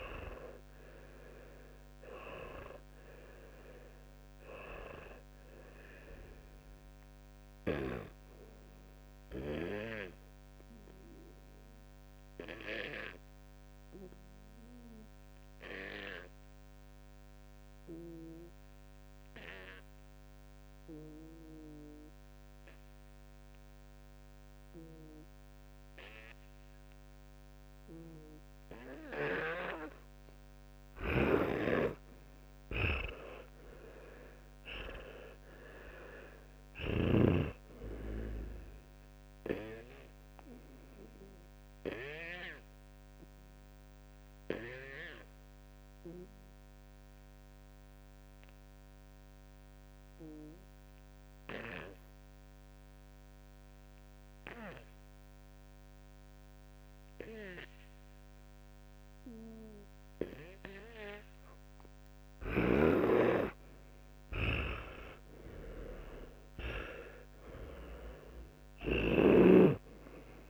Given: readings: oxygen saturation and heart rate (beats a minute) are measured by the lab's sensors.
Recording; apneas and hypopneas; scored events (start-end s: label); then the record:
breathing in sleep by a microphone on the trachea; 2
0.00-3.50 s: arousal
7.50-31.50 s: obstructive apnea (oxygen 99% before, 89% lowest, heart rate 69 before, 40 extreme, up 41 after)
8.00-16.00 s: oxygen desaturation (device-marked, oxygen 99% before, 93% lowest, heart rate 69 before, 57 extreme)
31.00-37.00 s: snoring (device-marked)
33.00-35.50 s: arousal
39.00-68.00 s: oxygen desaturation (device-marked, oxygen 99% before, 89% lowest, heart rate 78 before, 40 extreme)
40.00-63.50 s: obstructive apnea (oxygen 99% before, 89% lowest, heart rate 79 before, 40 extreme, up 50 after)
65.00-69.50 s: arousal
From the record:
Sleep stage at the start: N2 (light sleep); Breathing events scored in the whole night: 338 in 4.0 hours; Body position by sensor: on the back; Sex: male